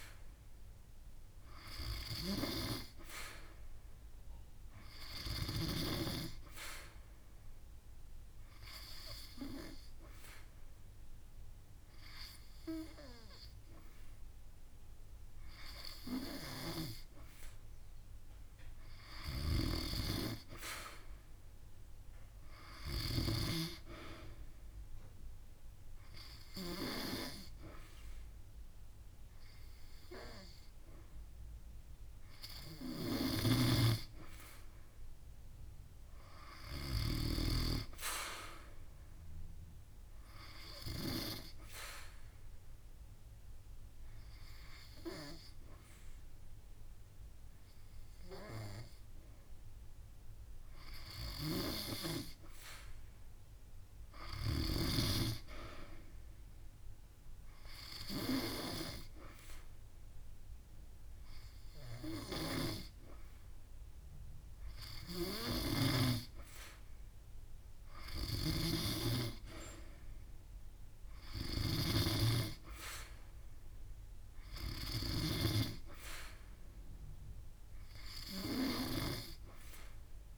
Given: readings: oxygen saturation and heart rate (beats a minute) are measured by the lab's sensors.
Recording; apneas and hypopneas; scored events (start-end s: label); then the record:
breathing in sleep by a room microphone; 2
5.50-17.50 s: hypopnea (oxygen 94% before, 92% lowest)
20.50-24.00 s: arousal
42.00-52.50 s: obstructive apnea (oxygen 95% before, 92% lowest)
56.00-58.00 s: long interval between heartbeats (device-marked)
56.00-59.00 s: arousal
From the record:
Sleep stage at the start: N2 (light sleep); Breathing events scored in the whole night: 138 in 5.5 hours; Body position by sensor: on the back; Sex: female